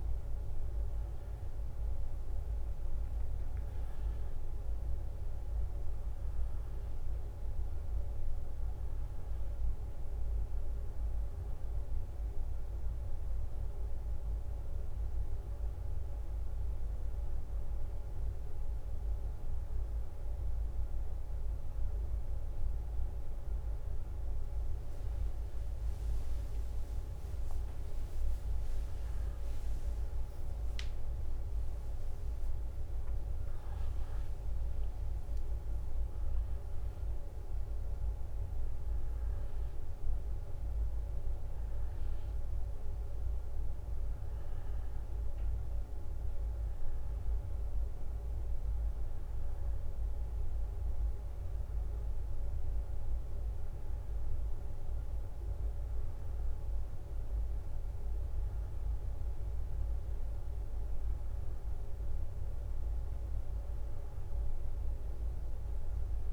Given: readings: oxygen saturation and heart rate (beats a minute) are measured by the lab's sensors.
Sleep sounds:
a person awake in a sleep study, hard to hear, by a room microphone; none
0.00-20.50 s: oxygen desaturation (device-marked, oxygen 93% lowest, heart rate 63 extreme)
27.50-41.50 s: drop in pulse transit time (device-marked, heart rate 67 before, 68 extreme)
36.00-44.50 s: leg movement (device-marked)
From the record:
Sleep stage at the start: awake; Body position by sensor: on the back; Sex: female

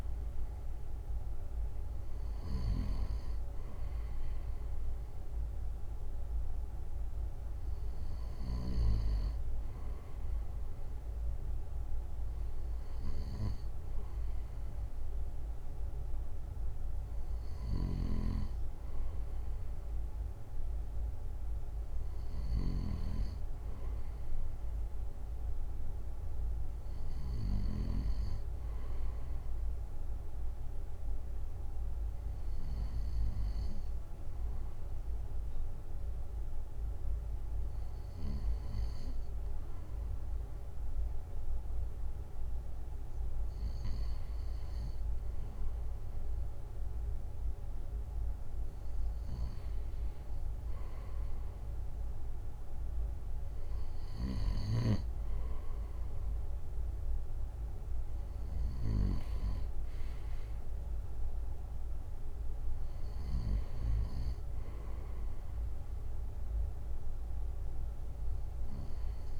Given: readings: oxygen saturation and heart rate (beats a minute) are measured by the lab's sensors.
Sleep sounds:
breathing in sleep by a room microphone; none
none scored
From the record:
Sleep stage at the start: N2 (light sleep); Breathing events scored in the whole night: 285 in 4.2 hours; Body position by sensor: on the right side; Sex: male

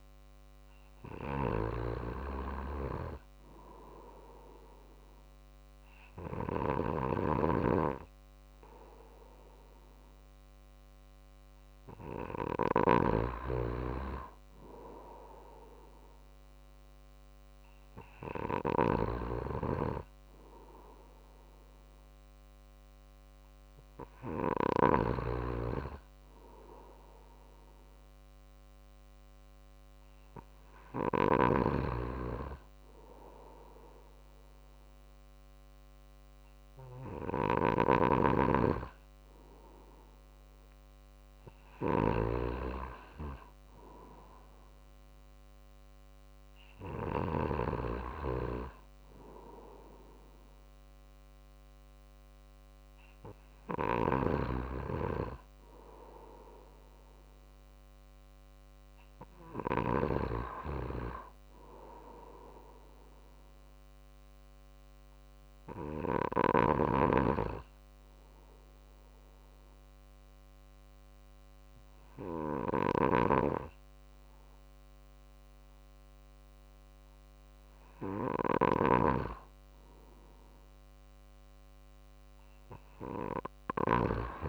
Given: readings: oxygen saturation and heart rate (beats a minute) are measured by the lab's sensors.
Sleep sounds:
breathing in sleep by a microphone on the trachea; 1
0.00-1.00 s: arousal
1.50-12.50 s: drop in pulse transit time (device-marked, heart rate 50 before, 49 extreme)
6.50-24.50 s: snoring (device-marked)
37.00-41.50 s: snoring (device-marked)
45.50-58.50 s: drop in pulse transit time (device-marked, heart rate 50 before, 49 extreme)
53.50-59.50 s: snoring (device-marked)
60.00-64.00 s: arousal
67.00-78.50 s: obstructive apnea (oxygen 95% before, 94% lowest, heart rate 50 before, 49 extreme, up 2 after)
72.00-78.50 s: snoring (device-marked)
81.50-84.49 s: arousal
From the record:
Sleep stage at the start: N2 (light sleep); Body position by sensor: on the right side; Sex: male

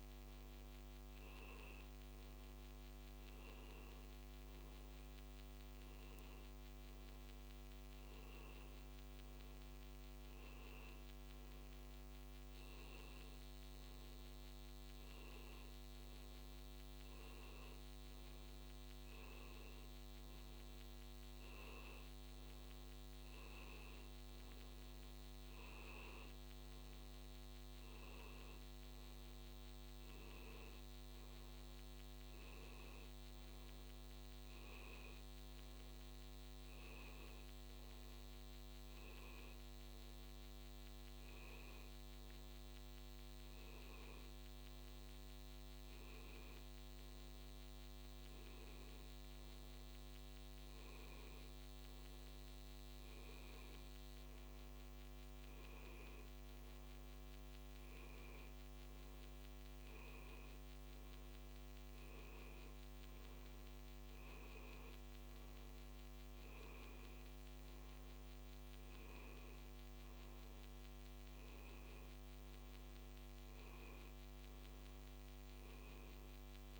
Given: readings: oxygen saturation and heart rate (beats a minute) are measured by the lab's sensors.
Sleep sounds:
a person awake in a sleep study, hard to hear, by a microphone on the trachea; none
none scored
From the record:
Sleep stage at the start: awake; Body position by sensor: on the back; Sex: male

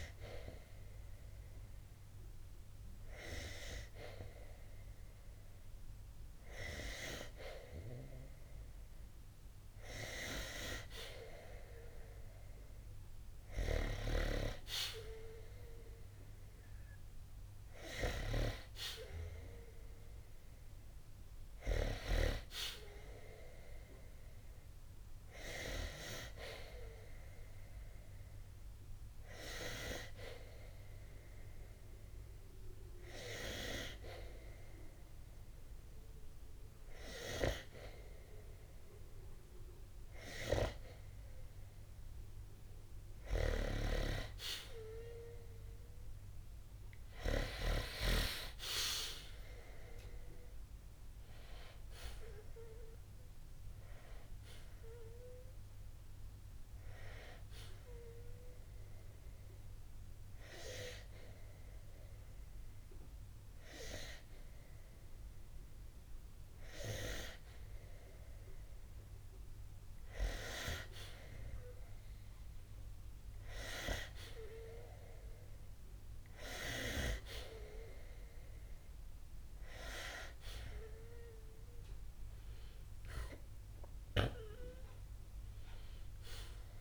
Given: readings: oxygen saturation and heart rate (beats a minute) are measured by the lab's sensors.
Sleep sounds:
breathing in sleep by a room microphone; 1
49.50-54.00 s: arousal
58.00-69.00 s: hypopnea (oxygen 94% before, 90% lowest, heart rate 64 before, 60 extreme, up 9 after)
70.50-73.50 s: arousal
From the record:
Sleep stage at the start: N2 (light sleep); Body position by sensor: on the back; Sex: male

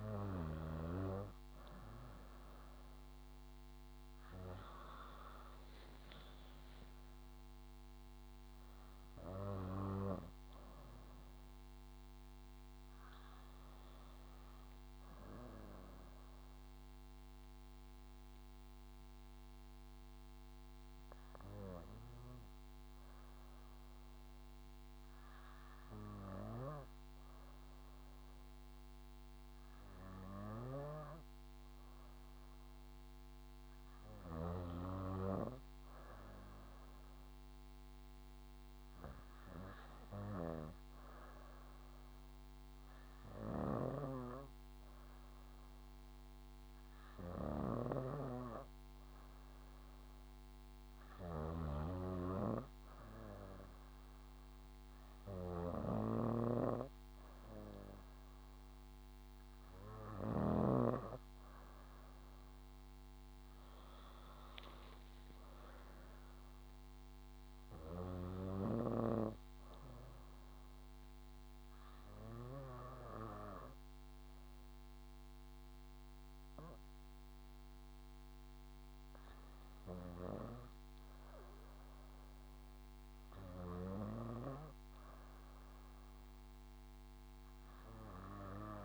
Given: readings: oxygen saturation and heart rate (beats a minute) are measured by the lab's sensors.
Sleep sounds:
breathing in sleep by a microphone on the trachea; 1
0.00-1.00 s: snoring (device-marked)
6.50-11.50 s: arousal
16.50-32.50 s: obstructive apnea (oxygen 100% before, 95% lowest, heart rate 72 before, 59 extreme, up 7 after)
31.00-61.00 s: snoring (device-marked)
34.00-37.00 s: arousal
36.50-55.50 s: oxygen desaturation (device-marked, oxygen 99% before, 95% lowest, heart rate 62 before, 54 extreme)
65.00-70.00 s: arousal
From the record:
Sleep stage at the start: N2 (light sleep); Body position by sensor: on the back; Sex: female

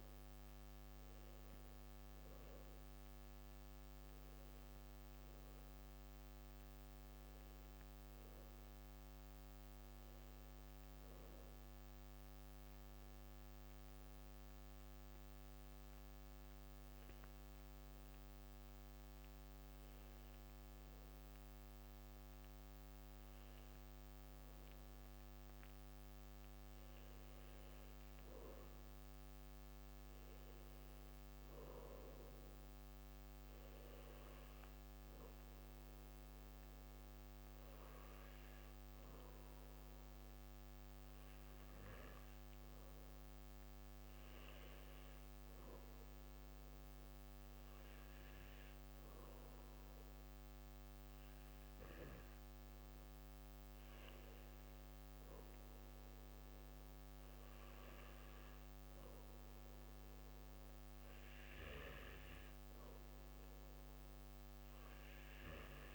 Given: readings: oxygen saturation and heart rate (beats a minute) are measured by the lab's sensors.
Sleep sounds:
breathing in sleep, hard to hear, by a microphone on the trachea; 1
4.00-8.50 s: arousal
11.50-26.00 s: hypopnea (oxygen 96% before, 94% lowest)
14.00-65.95 s: new sleep stage, N2 (light sleep)
29.50-33.50 s: arousal
From the record:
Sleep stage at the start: N1 (lightest sleep); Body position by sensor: on the back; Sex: male

